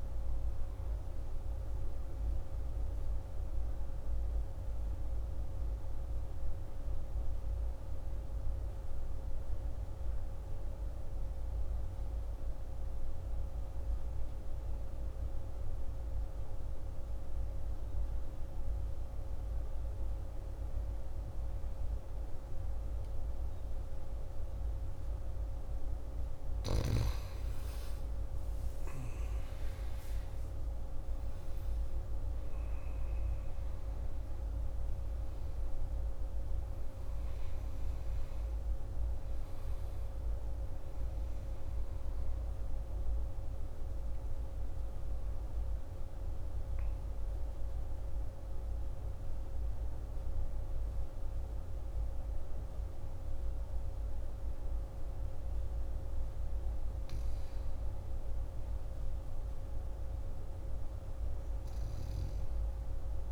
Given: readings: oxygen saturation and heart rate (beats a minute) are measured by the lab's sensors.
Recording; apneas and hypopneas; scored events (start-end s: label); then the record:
breathing in sleep, hard to hear, by a room microphone; 2
0.00-2.50 s: oxygen desaturation (device-marked, oxygen 81% lowest, heart rate 51 extreme)
13.50-26.00 s: obstructive apnea (oxygen 99% before, 90% lowest, heart rate 51 before, 52 extreme, up 9 after)
23.50-50.50 s: oxygen desaturation (device-marked, oxygen 99% before, 90% lowest, heart rate 51 before, 49 extreme)
29.50-33.50 s: arousal
47.00-57.00 s: obstructive apnea (oxygen 99% before, 89% lowest, heart rate 57 before, 49 extreme, up 3 after)
59.00-62.50 s: arousal
From the record:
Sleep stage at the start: N2 (light sleep); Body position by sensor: on the back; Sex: male